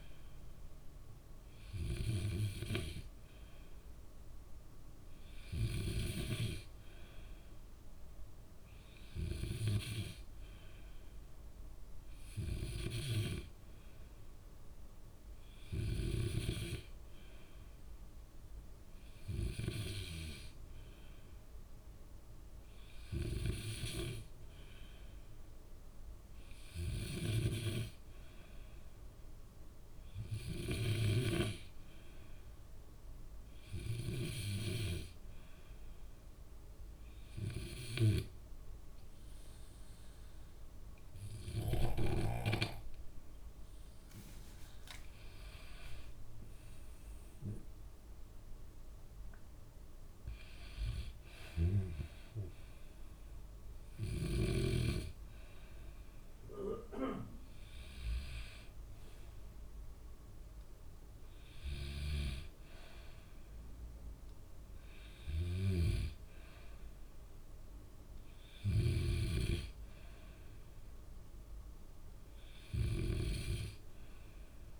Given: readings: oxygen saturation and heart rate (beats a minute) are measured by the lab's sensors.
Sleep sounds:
breathing in sleep by a room microphone; 1
33.00-44.50 s: hypopnea (oxygen 96% before, 93% lowest, heart rate 65 before, 62 extreme, up 7 after)
46.50-49.50 s: arousal
72.00-74.50 s: arousal
From the record:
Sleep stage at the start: N2 (light sleep); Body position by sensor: on the back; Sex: male

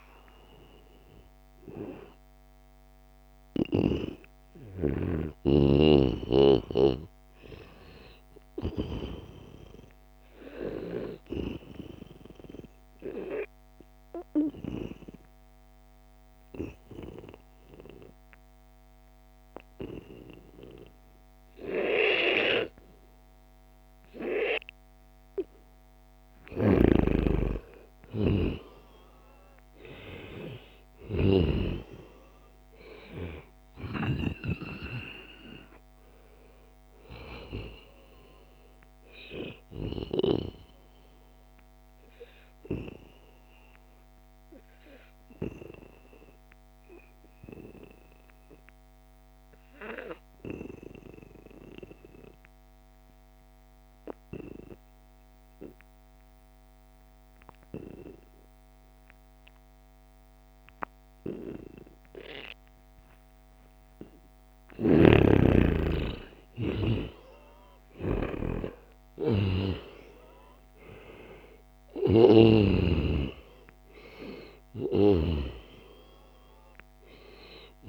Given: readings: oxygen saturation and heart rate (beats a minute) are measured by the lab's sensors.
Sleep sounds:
breathing in sleep by a microphone on the trachea; 2
0.00-4.00 s: arousal
13.00-25.50 s: obstructive apnea (oxygen 95% before, 88% lowest, heart rate 88 before, 79 extreme, up 3 after)
26.50-31.50 s: snoring (device-marked)
27.50-32.00 s: arousal
31.00-49.00 s: oxygen desaturation (device-marked, oxygen 93% before, 89% lowest, heart rate 81 before, 73 extreme)
41.50-64.50 s: obstructive apnea (oxygen 95% before, 88% lowest, heart rate 82 before, 73 extreme, up 7 after)
61.00-77.89 s: oxygen desaturation (device-marked, oxygen 96% before, 88% lowest, heart rate 79 before, 73 extreme)
66.00-70.00 s: arousal
From the record:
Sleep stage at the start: N2 (light sleep); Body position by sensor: on the back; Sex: male

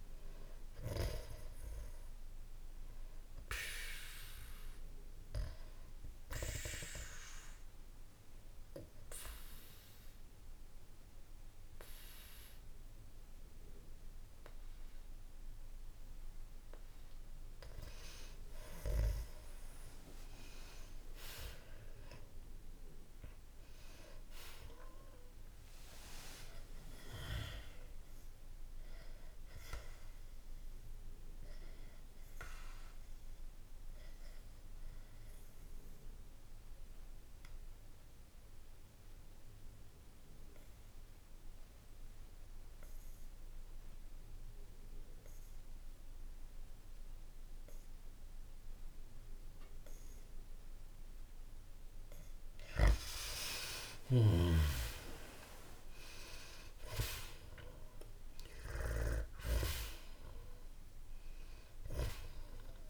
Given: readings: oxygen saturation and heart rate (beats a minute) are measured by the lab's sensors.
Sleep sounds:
breathing in sleep by a room microphone; 2
0.00-14.50 s: oxygen desaturation (device-marked, oxygen 92% lowest, heart rate 61 extreme)
5.00-17.50 s: obstructive apnea (oxygen 98% before, 91% lowest, heart rate 61 before, 61 extreme, up 3 after)
19.50-26.00 s: arousal
32.00-52.50 s: obstructive apnea (oxygen 98% before, 91% lowest, heart rate 65 before, 59 extreme, up 5 after)
32.50-49.50 s: oxygen desaturation (device-marked, oxygen 98% before, 94% lowest, heart rate 65 before, 59 extreme)
53.50-57.00 s: arousal
58.50-62.90 s: oxygen desaturation (device-marked, oxygen 97% before, 91% lowest, heart rate 61 before, 59 extreme)
From the record:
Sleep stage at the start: N2 (light sleep); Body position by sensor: on the back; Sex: male

